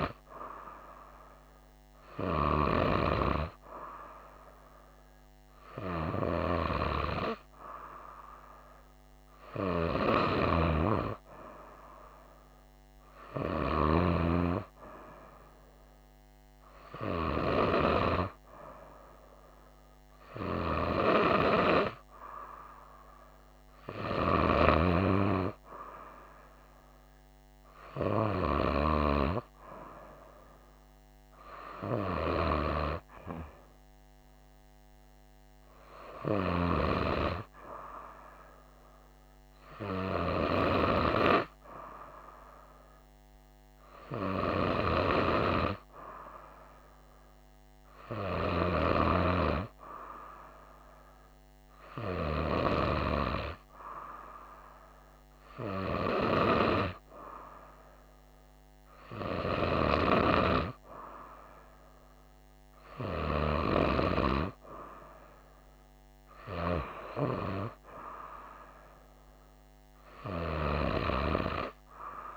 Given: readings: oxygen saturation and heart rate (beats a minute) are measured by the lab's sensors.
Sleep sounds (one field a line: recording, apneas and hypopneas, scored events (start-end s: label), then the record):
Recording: breathing in sleep by a microphone on the trachea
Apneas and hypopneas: none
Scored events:
none scored
From the record:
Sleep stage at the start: N2 (light sleep)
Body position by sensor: on the right side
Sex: female